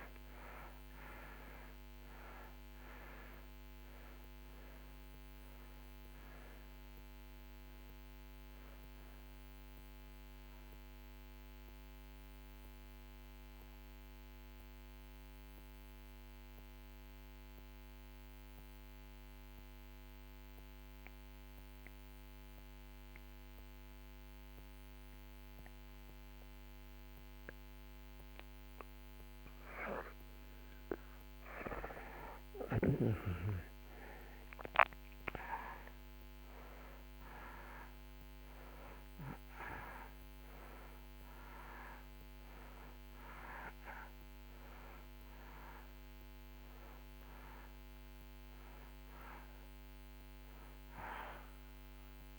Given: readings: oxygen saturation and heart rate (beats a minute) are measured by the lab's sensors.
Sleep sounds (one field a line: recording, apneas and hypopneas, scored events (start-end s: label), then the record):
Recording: breathing in sleep by a microphone on the trachea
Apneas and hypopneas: 1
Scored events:
0.00-4.50 s: oxygen desaturation (device-marked, oxygen 89% lowest)
6.50-23.50 s: oxygen desaturation (device-marked, oxygen 91% before, 77% lowest)
10.50-31.50 s: mixed apnea (oxygen 96% before, 77% lowest)
34.00-39.50 s: arousal
37.50-52.39 s: oxygen desaturation (device-marked, oxygen 97% before, 79% lowest)
From the record:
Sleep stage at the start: N2 (light sleep)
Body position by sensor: on the back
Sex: male